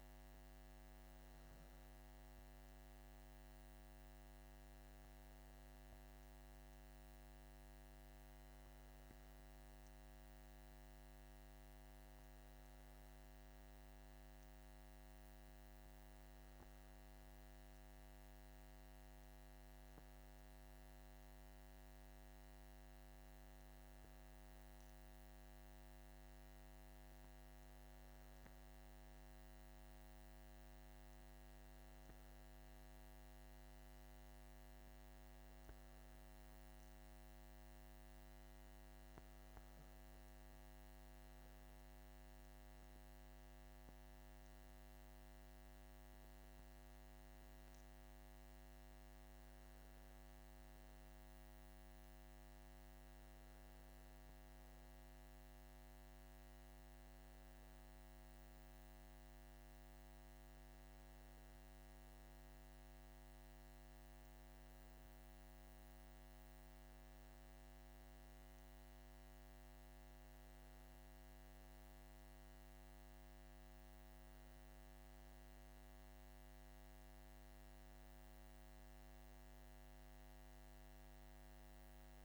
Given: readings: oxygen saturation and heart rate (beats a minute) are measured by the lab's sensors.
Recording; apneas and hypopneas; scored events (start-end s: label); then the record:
breathing in sleep, hard to hear, by a microphone on the trachea; none
none scored
From the record:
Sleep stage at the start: N2 (light sleep); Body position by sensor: on the back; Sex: male